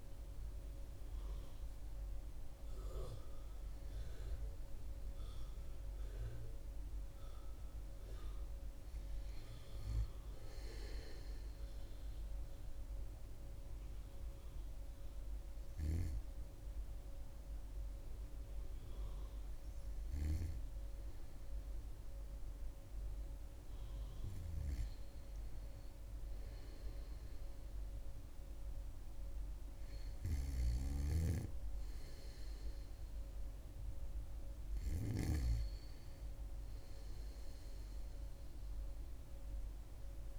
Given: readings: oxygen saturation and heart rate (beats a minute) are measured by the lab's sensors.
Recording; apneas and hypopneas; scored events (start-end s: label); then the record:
breathing in sleep by a room microphone; none
none scored
From the record:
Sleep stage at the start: N2 (light sleep); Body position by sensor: on the back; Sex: female